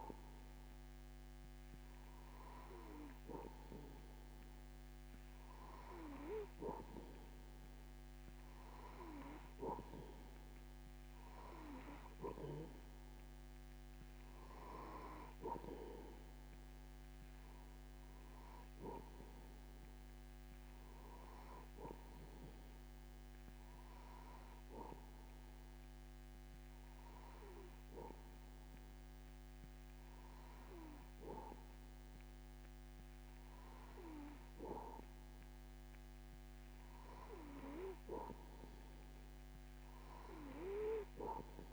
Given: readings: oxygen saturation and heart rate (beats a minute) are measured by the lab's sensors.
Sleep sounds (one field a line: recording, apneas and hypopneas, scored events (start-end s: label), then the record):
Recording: breathing in sleep by a microphone on the trachea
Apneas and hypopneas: none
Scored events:
none scored
From the record:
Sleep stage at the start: N2 (light sleep)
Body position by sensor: on the back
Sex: male